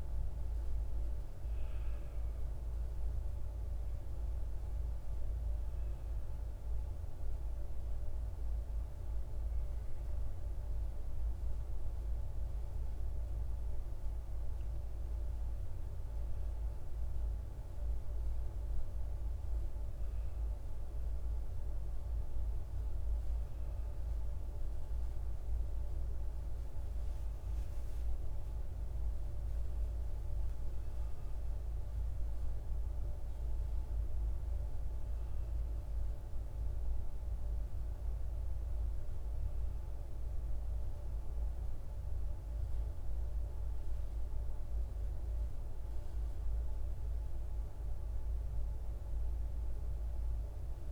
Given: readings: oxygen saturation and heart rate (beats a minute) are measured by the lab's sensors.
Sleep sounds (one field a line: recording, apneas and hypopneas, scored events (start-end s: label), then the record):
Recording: breathing in sleep, hard to hear, by a room microphone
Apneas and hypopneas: none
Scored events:
none scored
From the record:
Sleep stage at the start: N2 (light sleep)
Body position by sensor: on the right side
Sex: male